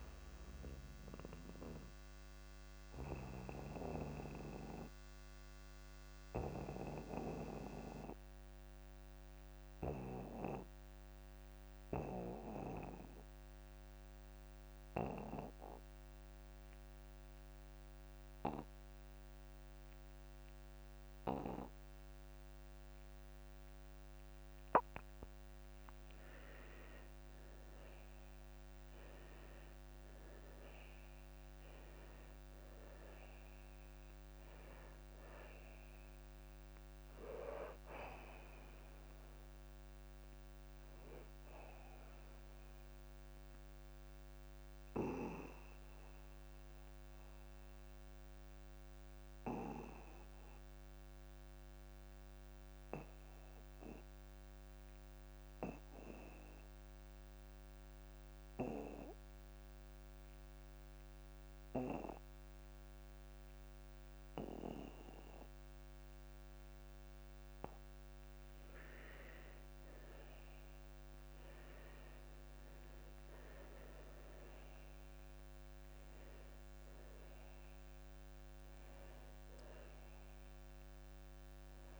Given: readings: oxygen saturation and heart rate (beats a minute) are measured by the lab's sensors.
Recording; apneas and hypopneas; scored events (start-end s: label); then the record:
breathing in sleep by a microphone on the trachea; 2
0.00-13.50 s: oxygen desaturation (device-marked, oxygen 79% lowest)
2.00-25.00 s: obstructive apnea (oxygen 96% before, 79% lowest)
27.50-30.50 s: arousal
30.50-57.50 s: oxygen desaturation (device-marked, oxygen 98% before, 85% lowest)
45.00-67.00 s: obstructive apnea (oxygen 99% before, 85% lowest)
70.50-82.00 s: oxygen desaturation (device-marked, oxygen 98% before, 85% lowest)
71.00-75.50 s: arousal
From the record:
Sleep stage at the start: N2 (light sleep); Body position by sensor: on the back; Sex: male